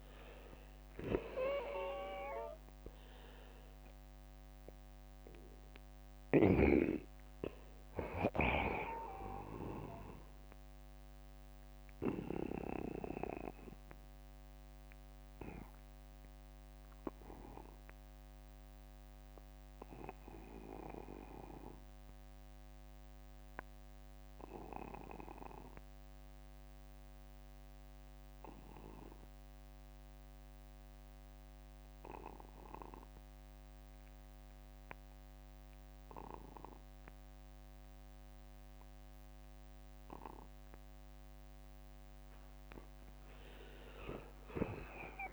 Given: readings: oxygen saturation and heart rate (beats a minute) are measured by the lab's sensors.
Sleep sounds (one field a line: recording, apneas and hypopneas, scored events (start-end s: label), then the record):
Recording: breathing in sleep by a microphone on the trachea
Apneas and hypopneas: 1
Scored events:
1.00-10.00 s: oxygen desaturation (device-marked, oxygen 95% before, 91% lowest, heart rate 58 before, 43 extreme)
7.00-9.00 s: long interval between heartbeats (device-marked, heart rate 62 before, 62 extreme)
10.00-12.00 s: long interval between heartbeats (device-marked, heart rate 63 before, 66 extreme)
10.00-40.50 s: obstructive apnea (oxygen 95% before, 83% lowest, heart rate 63 before, 43 extreme, up 10 after)
15.00-35.00 s: oxygen desaturation (device-marked, oxygen 92% before, 83% lowest, heart rate 63 before, 43 extreme)
42.50-45.33 s: arousal
From the record:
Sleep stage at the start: N2 (light sleep)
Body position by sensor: on the back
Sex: male